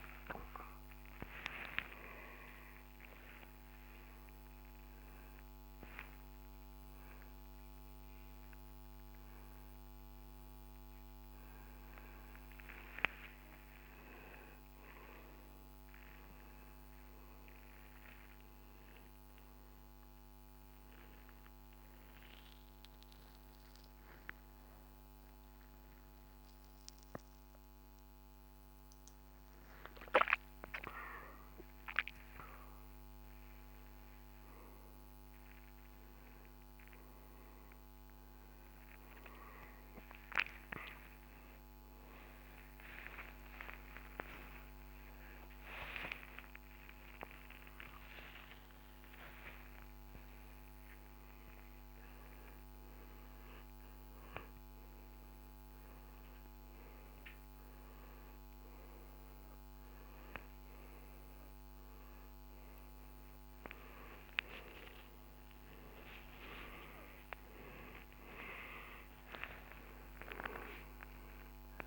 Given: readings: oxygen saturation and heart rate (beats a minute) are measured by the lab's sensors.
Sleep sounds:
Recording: a person awake in a sleep study, by a microphone on the trachea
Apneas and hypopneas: 1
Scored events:
0.00-2.50 s: oxygen desaturation (device-marked, oxygen 92% lowest, heart rate 80 extreme)
42.50-54.00 s: hypopnea (oxygen 97% before, 91% lowest, heart rate 84 before, 75 extreme)
60.50-71.87 s: oxygen desaturation (device-marked, oxygen 97% before, 91% lowest, heart rate 85 before, 85 extreme)
From the record:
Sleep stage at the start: awake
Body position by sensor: upright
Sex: male

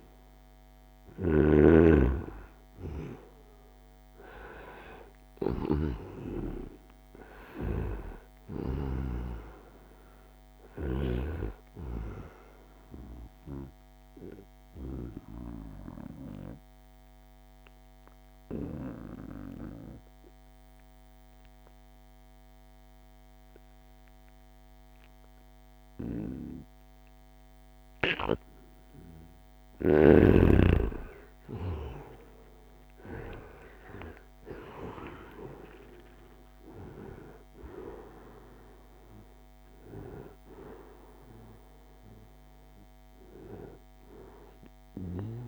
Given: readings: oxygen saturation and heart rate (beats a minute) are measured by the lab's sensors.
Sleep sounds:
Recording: breathing in sleep by a microphone on the trachea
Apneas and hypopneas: 1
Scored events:
0.00-8.50 s: snoring (device-marked)
4.00-27.00 s: oxygen desaturation (device-marked, oxygen 95% before, 91% lowest, heart rate 78 before, 71 extreme)
9.00-13.00 s: arousal
15.00-28.50 s: obstructive apnea (oxygen 96% before, 89% lowest, heart rate 80 before, 71 extreme, up 6 after)
31.00-37.00 s: arousal
37.00-45.48 s: oxygen desaturation (device-marked, oxygen 96% before, 89% lowest, heart rate 74 before, 68 extreme)
From the record:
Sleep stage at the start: N2 (light sleep)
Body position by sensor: on the right side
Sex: male

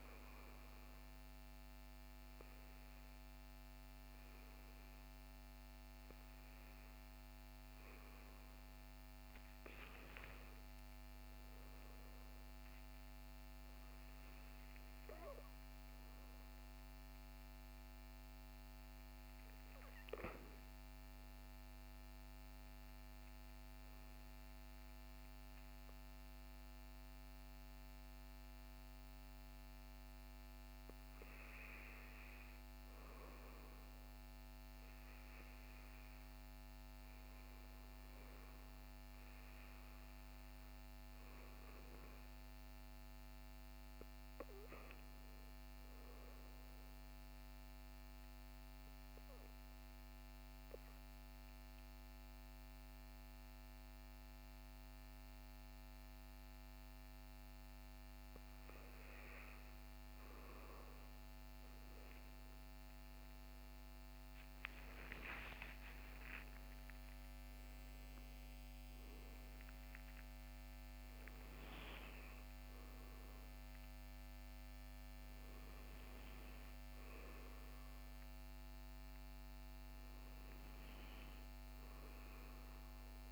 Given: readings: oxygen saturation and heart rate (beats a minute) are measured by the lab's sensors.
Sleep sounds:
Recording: breathing in sleep, hard to hear, by a microphone on the trachea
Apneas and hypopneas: 1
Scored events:
47.00-57.50 s: obstructive apnea (oxygen 96% before, 92% lowest, heart rate 65 before, 59 extreme, up 7 after)
62.00-65.00 s: arousal
74.50-77.50 s: oxygen desaturation (device-marked, oxygen 96% before, 93% lowest, heart rate 71 before, 62 extreme)
From the record:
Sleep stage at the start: REM sleep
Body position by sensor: on the back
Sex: male

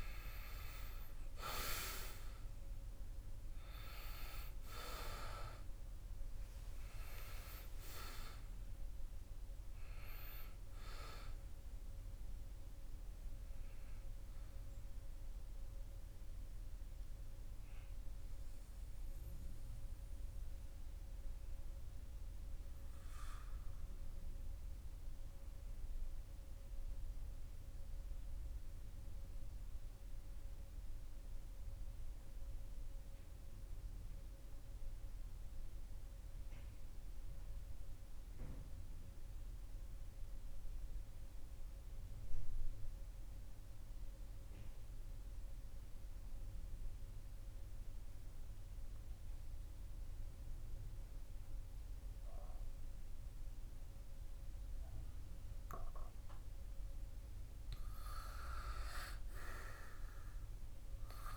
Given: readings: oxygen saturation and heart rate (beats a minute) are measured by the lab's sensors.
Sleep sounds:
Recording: breathing in sleep by a room microphone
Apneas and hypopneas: 1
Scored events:
0.00-31.00 s: oxygen desaturation (device-marked, oxygen 85% lowest)
18.50-57.00 s: obstructive apnea (oxygen 95% before, 85% lowest)
58.00-61.37 s: oxygen desaturation (device-marked, oxygen 97% before, 90% lowest)
59.50-61.37 s: arousal
From the record:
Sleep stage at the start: N2 (light sleep)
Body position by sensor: on the back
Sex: male

